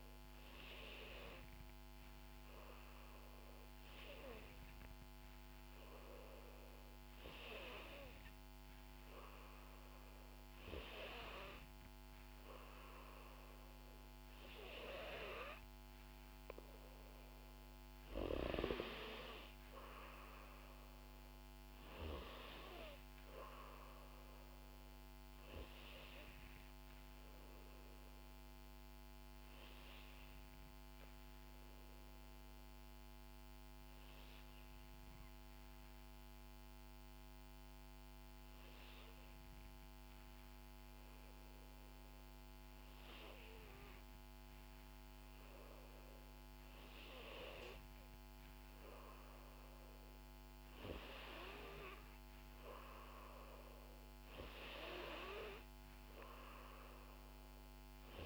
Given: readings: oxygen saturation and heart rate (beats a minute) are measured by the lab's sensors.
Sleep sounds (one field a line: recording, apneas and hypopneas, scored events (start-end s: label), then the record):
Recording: breathing in sleep by a microphone on the trachea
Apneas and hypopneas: 1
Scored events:
5.50-11.50 s: oxygen desaturation (device-marked, oxygen 96% before, 92% lowest, heart rate 60 before, 57 extreme)
21.00-25.00 s: arousal
28.50-42.00 s: obstructive apnea (oxygen 95% before, 91% lowest, heart rate 61 before, 57 extreme, up 2 after)
48.50-52.50 s: arousal
From the record:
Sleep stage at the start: N2 (light sleep)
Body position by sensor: on the back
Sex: female